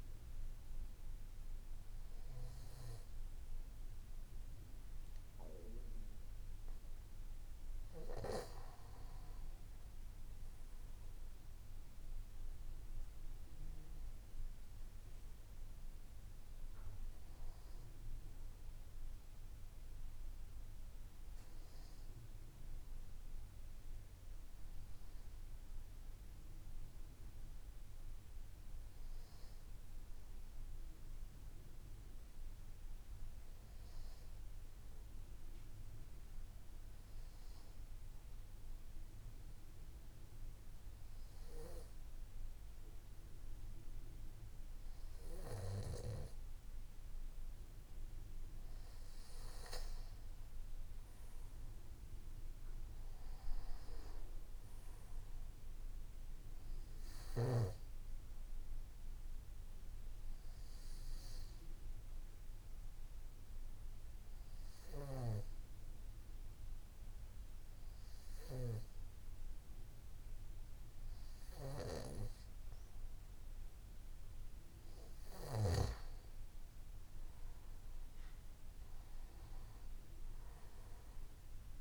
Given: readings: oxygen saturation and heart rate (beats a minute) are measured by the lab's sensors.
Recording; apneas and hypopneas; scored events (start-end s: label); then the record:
breathing in sleep by a room microphone; 2
10.50-14.00 s: arousal
37.50-49.50 s: hypopnea (oxygen 96% before, 93% lowest, heart rate 59 before, 58 extreme, up 6 after)
51.50-54.50 s: arousal
60.00-73.50 s: hypopnea (oxygen 96% before, 93% lowest, heart rate 60 before, 57 extreme, up 5 after)
77.50-81.00 s: arousal
From the record:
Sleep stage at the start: N2 (light sleep); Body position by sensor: on the back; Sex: male